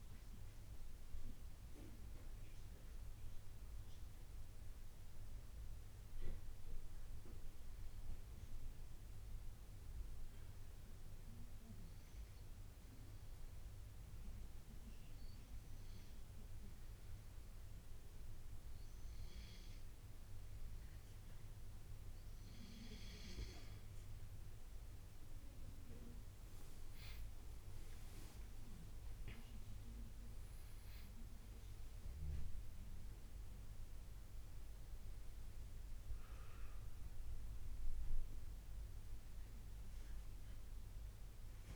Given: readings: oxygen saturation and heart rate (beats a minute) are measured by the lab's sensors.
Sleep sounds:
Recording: breathing in sleep by a room microphone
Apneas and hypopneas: 1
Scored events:
5.00-22.00 s: obstructive apnea (oxygen 94% before, 91% lowest, heart rate 79 before, 81 extreme, up 6 after)
26.00-30.00 s: arousal
From the record:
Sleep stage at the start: N2 (light sleep)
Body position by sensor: on the right side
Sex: male

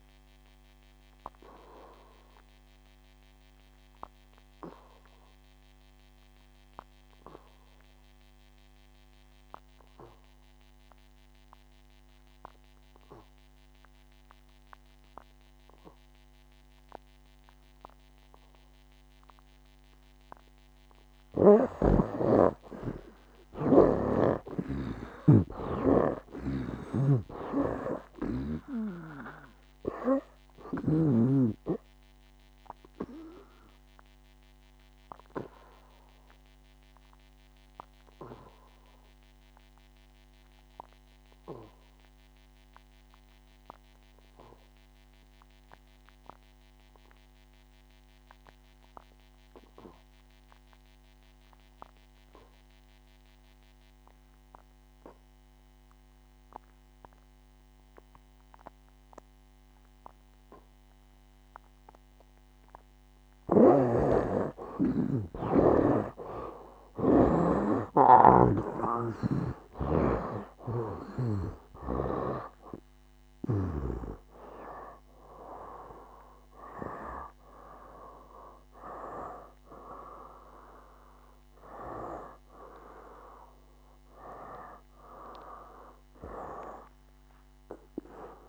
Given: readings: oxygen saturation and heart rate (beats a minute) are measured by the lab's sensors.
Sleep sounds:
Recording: breathing in sleep by a microphone on the trachea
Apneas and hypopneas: 2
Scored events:
0.00-23.50 s: oxygen desaturation (device-marked, oxygen 68% lowest, heart rate 59 extreme)
1.00-20.50 s: obstructive apnea (oxygen 94% before, 68% lowest, heart rate 68 before, 60 extreme, up 10 after)
22.00-31.50 s: snoring (device-marked)
24.00-27.50 s: arousal
25.50-52.50 s: oxygen desaturation (device-marked, oxygen 95% before, 72% lowest, heart rate 64 before, 58 extreme)
31.50-63.00 s: obstructive apnea (oxygen 95% before, 70% lowest, heart rate 65 before, 58 extreme, up 19 after)
54.50-88.49 s: oxygen desaturation (device-marked, oxygen 95% before, 70% lowest, heart rate 63 before, 63 extreme)
68.50-72.50 s: snoring (device-marked)
69.00-73.00 s: arousal
From the record:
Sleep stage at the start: N2 (light sleep)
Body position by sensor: on the back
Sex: male

